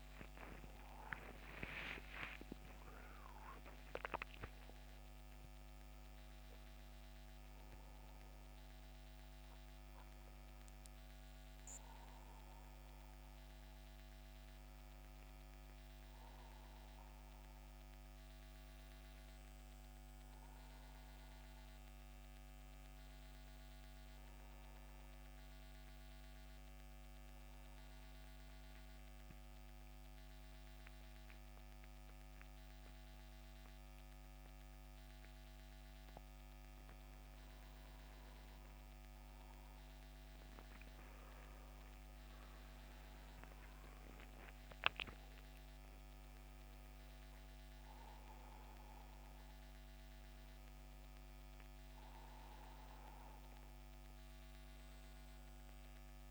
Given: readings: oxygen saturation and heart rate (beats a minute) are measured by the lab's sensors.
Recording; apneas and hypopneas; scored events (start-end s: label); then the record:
breathing in sleep, hard to hear, by a microphone on the trachea; 1
1.00-4.50 s: arousal
20.00-23.00 s: arousal
27.00-37.00 s: central apnea (oxygen 94% before, 89% lowest, heart rate 82 before, 64 extreme, up 21 after)
39.50-44.00 s: arousal
45.00-56.31 s: new sleep stage, N1 (lightest sleep)
46.00-56.31 s: oxygen desaturation (device-marked, oxygen 93% before, 89% lowest, heart rate 75 before, 71 extreme)
From the record:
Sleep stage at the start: N2 (light sleep); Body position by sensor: on the back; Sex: male